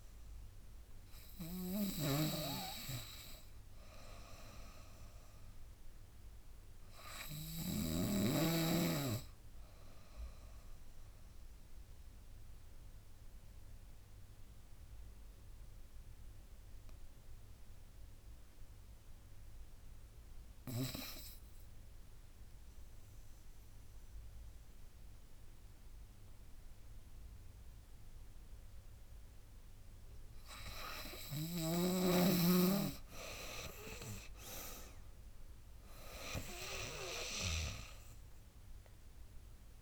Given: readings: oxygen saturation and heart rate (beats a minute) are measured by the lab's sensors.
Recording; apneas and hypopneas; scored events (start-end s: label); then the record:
breathing in sleep by a room microphone; 1
0.00-7.50 s: snoring (device-marked)
3.50-7.00 s: arousal
11.00-28.50 s: obstructive apnea (oxygen 99% before, 88% lowest, heart rate 81 before, 77 extreme, up 13 after)
25.50-39.82 s: oxygen desaturation (device-marked, oxygen 97% before, 90% lowest, heart rate 81 before, 75 extreme)
30.50-39.82 s: drop in pulse transit time (device-marked, heart rate 82 before, 84 extreme)
31.00-34.50 s: arousal
From the record:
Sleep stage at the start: N2 (light sleep); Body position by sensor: on the back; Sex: female